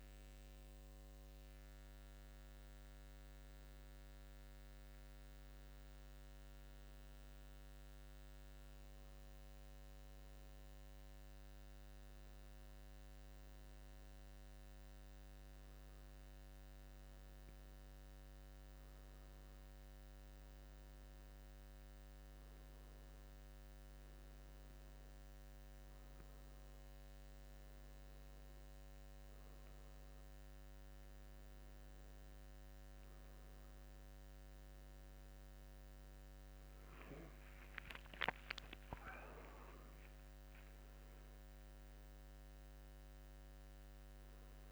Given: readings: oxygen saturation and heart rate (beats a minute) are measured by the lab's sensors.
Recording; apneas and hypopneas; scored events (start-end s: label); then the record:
breathing in sleep, hard to hear, by a microphone on the trachea; none
36.50-40.00 s: arousal
From the record:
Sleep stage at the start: N1 (lightest sleep); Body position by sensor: on the back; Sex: male